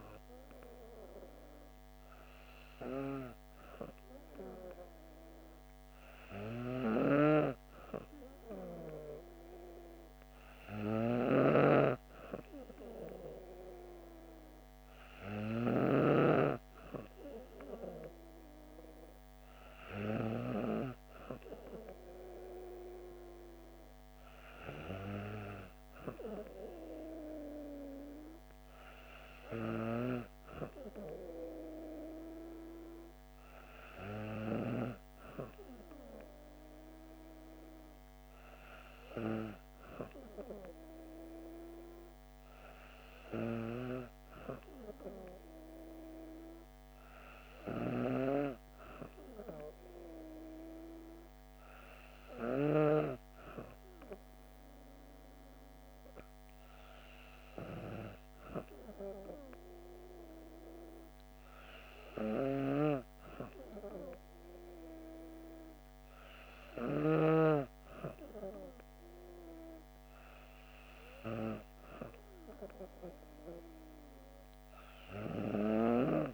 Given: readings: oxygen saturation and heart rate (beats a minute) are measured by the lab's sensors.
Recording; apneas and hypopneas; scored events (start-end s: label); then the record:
breathing in sleep by a microphone on the trachea; none
11.00-16.50 s: snoring (device-marked)
From the record:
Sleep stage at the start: N2 (light sleep); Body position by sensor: on the back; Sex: female